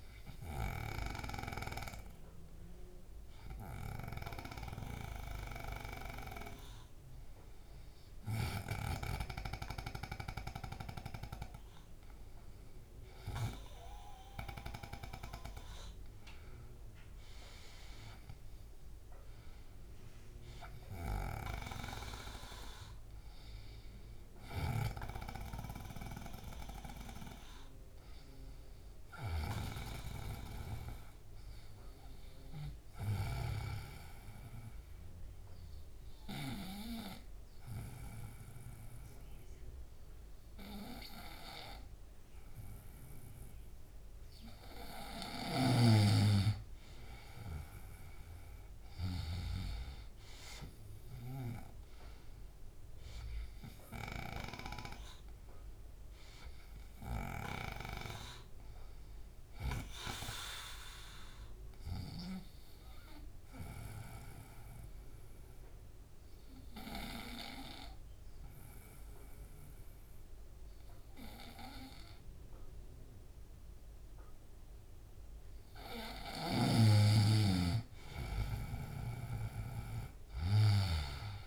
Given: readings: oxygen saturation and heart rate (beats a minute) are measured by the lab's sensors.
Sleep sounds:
breathing in sleep by a room microphone; 2
24.00-36.50 s: snoring (device-marked)
33.50-45.50 s: obstructive apnea (oxygen 97% before, 91% lowest, heart rate 73 before, 69 extreme, up 5 after)
48.00-52.00 s: arousal
54.00-74.00 s: oxygen desaturation (device-marked, oxygen 97% before, 91% lowest, heart rate 71 before, 67 extreme)
63.00-75.50 s: obstructive apnea (oxygen 97% before, 91% lowest, heart rate 73 before, 67 extreme, up 2 after)
78.50-81.47 s: snoring (device-marked)
79.50-81.47 s: arousal
From the record:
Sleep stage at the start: N2 (light sleep); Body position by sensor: on the right side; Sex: male

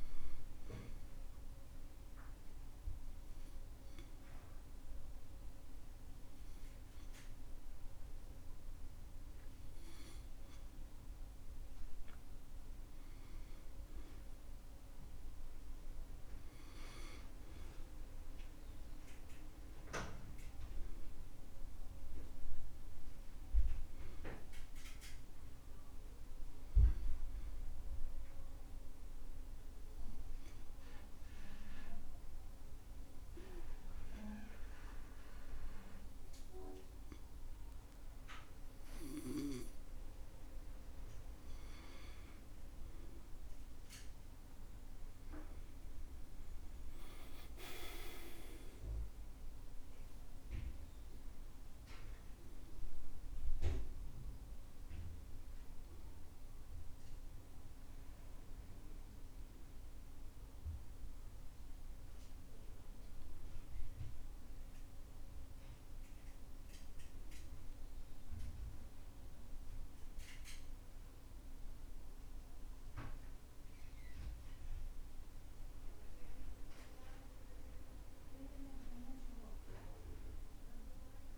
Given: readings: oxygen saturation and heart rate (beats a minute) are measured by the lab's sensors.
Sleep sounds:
breathing in sleep by a room microphone; 2
0.00-13.00 s: oxygen desaturation (device-marked, oxygen 91% lowest, heart rate 65 extreme)
2.00-13.00 s: obstructive apnea (oxygen 96% before, 90% lowest, heart rate 69 before, 65 extreme, up 6 after)
15.50-21.00 s: arousal
28.50-42.00 s: obstructive apnea (oxygen 94% before, 90% lowest, heart rate 70 before, 65 extreme, up 13 after)
43.00-48.50 s: arousal
48.00-62.00 s: oxygen desaturation (device-marked, oxygen 94% before, 91% lowest, heart rate 68 before, 66 extreme)
68.00-81.38 s: new sleep stage, N1 (lightest sleep)
78.50-81.38 s: arousal
From the record:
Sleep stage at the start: N2 (light sleep); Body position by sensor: on the back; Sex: male

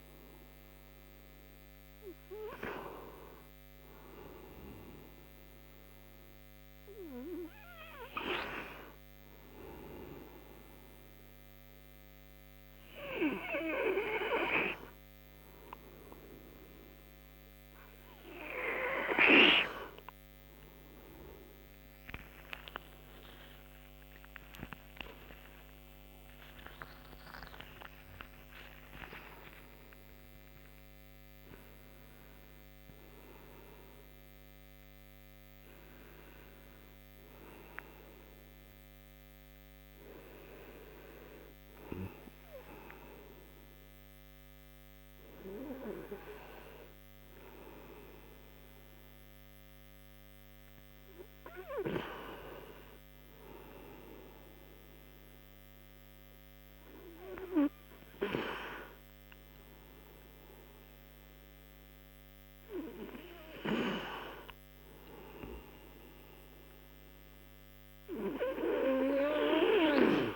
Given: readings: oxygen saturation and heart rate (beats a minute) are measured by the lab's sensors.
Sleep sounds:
breathing in sleep by a microphone on the trachea; none
22.50-28.00 s: arousal
23.00-28.00 s: snoring (device-marked)
23.00-32.00 s: tachycardia (device-marked, heart rate 69 before, 126 extreme)
64.50-68.00 s: arousal
From the record:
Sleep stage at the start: N2 (light sleep); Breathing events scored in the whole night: 485 in 5.8 hours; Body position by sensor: on the front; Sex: male

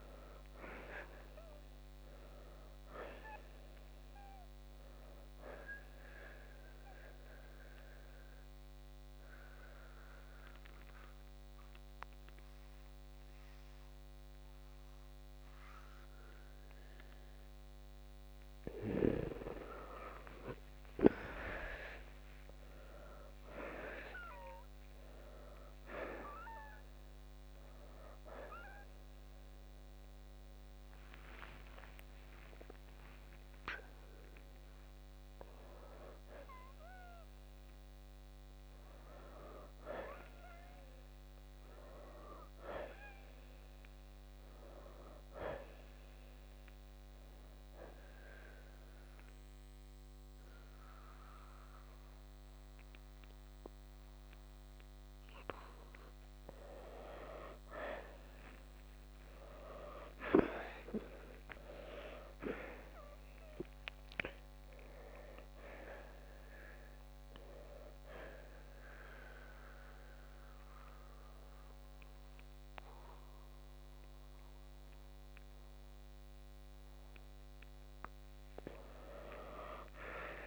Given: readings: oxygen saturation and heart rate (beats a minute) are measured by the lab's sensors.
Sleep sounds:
breathing in sleep by a microphone on the trachea; 2
0.00-3.50 s: oxygen desaturation (device-marked, oxygen 83% lowest, heart rate 51 extreme)
7.00-19.00 s: obstructive apnea (oxygen 94% before, 85% lowest, heart rate 67 before, 51 extreme, up 18 after)
12.50-28.50 s: oxygen desaturation (device-marked, oxygen 94% before, 85% lowest, heart rate 68 before, 53 extreme)
21.50-26.50 s: arousal
41.50-49.50 s: oxygen desaturation (device-marked, oxygen 94% before, 86% lowest, heart rate 70 before, 63 extreme)
46.50-57.50 s: obstructive apnea (oxygen 94% before, 86% lowest, heart rate 71 before, 60 extreme, up 6 after)
59.00-63.00 s: arousal
69.50-80.46 s: oxygen desaturation (device-marked, oxygen 93% before, 86% lowest, heart rate 66 before, 55 extreme)
From the record:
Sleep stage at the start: N2 (light sleep); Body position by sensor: on the back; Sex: male

